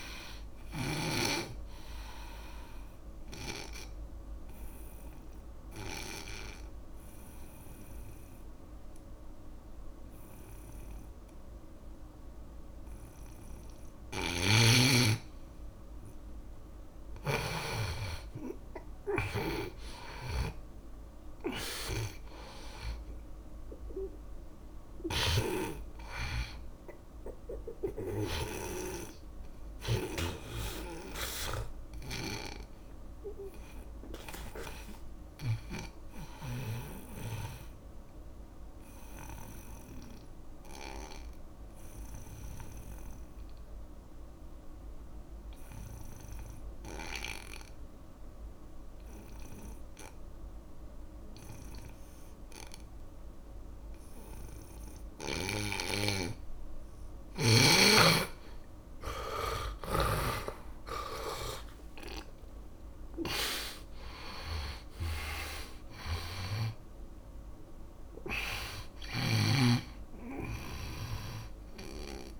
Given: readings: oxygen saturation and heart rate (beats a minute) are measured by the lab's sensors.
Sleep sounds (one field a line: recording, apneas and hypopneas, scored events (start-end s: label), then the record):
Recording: breathing in sleep by a room microphone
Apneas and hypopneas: 2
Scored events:
0.00-1.50 s: snoring (device-marked)
2.00-15.50 s: obstructive apnea (oxygen 98% before, 86% lowest, heart rate 88 before, 66 extreme, up 14 after)
14.50-29.00 s: snoring (device-marked)
16.50-43.50 s: oxygen desaturation (device-marked, oxygen 97% before, 86% lowest, heart rate 80 before, 64 extreme)
17.00-21.00 s: arousal
38.00-58.50 s: obstructive apnea (oxygen 97% before, 82% lowest, heart rate 80 before, 64 extreme, up 15 after)
63.00-68.50 s: arousal
66.50-70.00 s: snoring (device-marked)
70.50-72.39 s: oxygen desaturation (device-marked, oxygen 96% before, 85% lowest, heart rate 72 before, 55 extreme)
From the record:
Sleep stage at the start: N2 (light sleep)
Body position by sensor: on the back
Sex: male